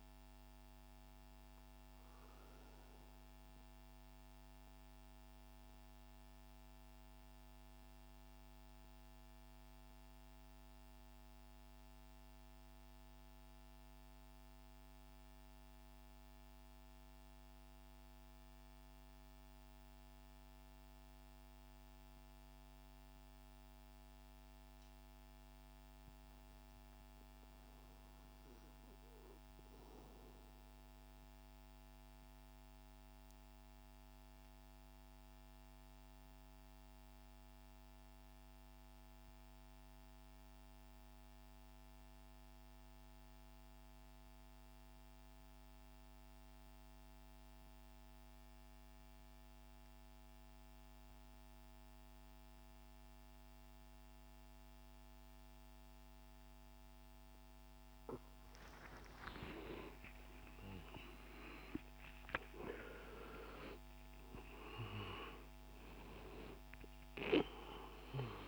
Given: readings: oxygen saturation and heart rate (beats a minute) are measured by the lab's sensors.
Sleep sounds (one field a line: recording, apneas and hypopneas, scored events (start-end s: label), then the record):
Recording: breathing in sleep by a microphone on the trachea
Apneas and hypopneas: 2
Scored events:
3.50-13.50 s: oxygen desaturation (device-marked, oxygen 98% before, 94% lowest, heart rate 72 before, 57 extreme)
9.50-26.50 s: central apnea (oxygen 99% before, 87% lowest, heart rate 70 before, 58 extreme, up 9 after)
27.50-30.50 s: arousal
33.50-68.48 s: oxygen desaturation (device-marked, oxygen 98% before, 86% lowest, heart rate 62 before, 53 extreme)
35.50-58.00 s: obstructive apnea (oxygen 98% before, 86% lowest, heart rate 62 before, 59 extreme, up 23 after)
59.00-64.50 s: arousal
From the record:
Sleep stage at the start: N2 (light sleep)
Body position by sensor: on the right side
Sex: male